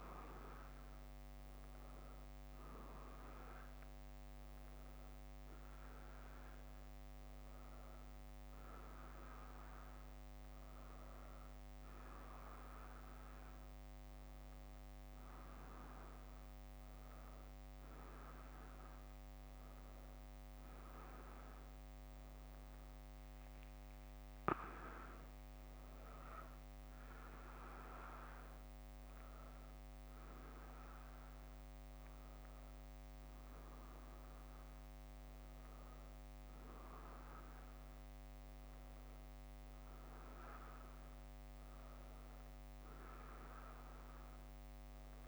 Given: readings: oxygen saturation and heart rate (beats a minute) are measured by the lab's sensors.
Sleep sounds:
breathing in sleep, hard to hear, by a microphone on the trachea; none
16.00-34.00 s: drop in pulse transit time (device-marked, heart rate 63 before, 62 extreme)
23.50-26.50 s: leg movement (device-marked)
25.50-29.50 s: arousal
35.00-37.00 s: bradycardia (device-marked, heart rate 65 before, 63 extreme)
From the record:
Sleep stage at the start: N1 (lightest sleep); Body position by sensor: on the back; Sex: female

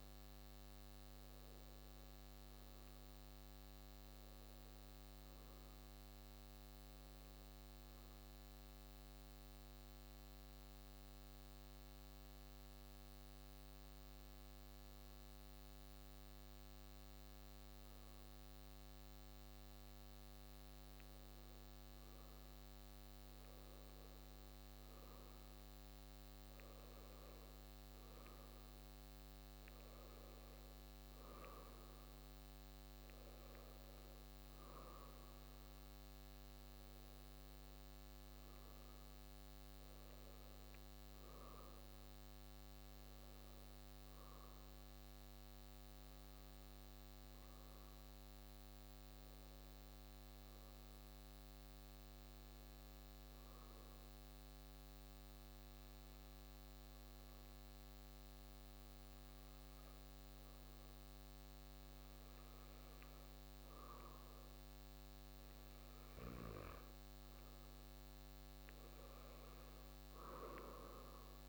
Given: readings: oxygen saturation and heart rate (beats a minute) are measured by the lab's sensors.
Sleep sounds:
breathing in sleep, hard to hear, by a microphone on the trachea; 2
0.50-4.50 s: arousal
8.00-21.00 s: obstructive apnea (oxygen 97% before, 94% lowest)
11.00-71.49 s: new sleep stage, N2 (light sleep)
24.00-29.00 s: arousal
27.00-42.00 s: oxygen desaturation (device-marked, oxygen 97% before, 94% lowest)
43.50-64.50 s: hypopnea (oxygen 97% before, 94% lowest)
66.50-70.00 s: arousal
From the record:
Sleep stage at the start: N1 (lightest sleep); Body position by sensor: on the back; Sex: male

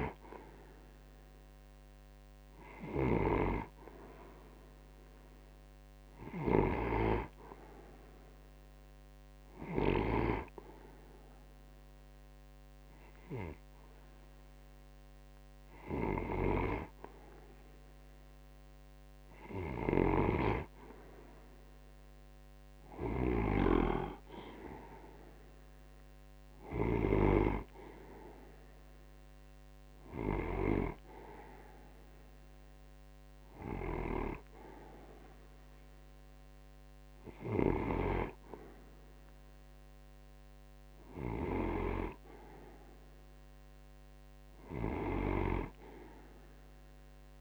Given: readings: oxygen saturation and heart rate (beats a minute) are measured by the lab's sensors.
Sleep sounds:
breathing in sleep by a microphone on the trachea; none
0.00-6.00 s: snoring (device-marked)
19.00-26.50 s: snoring (device-marked)
From the record:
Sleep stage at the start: N2 (light sleep); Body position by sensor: on the right side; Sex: male

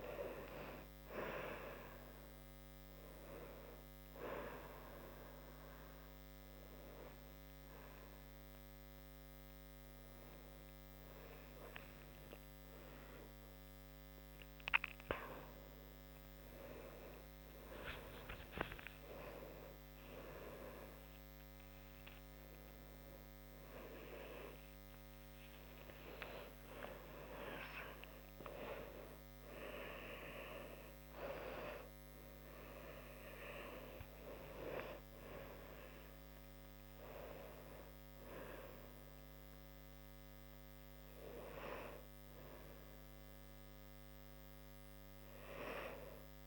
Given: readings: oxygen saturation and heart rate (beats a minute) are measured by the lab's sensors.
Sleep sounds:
a person awake in a sleep study, by a microphone on the trachea; none
38.50-46.47 s: new sleep stage, N2 (light sleep)
From the record:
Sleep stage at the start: awake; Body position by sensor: on the back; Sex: female

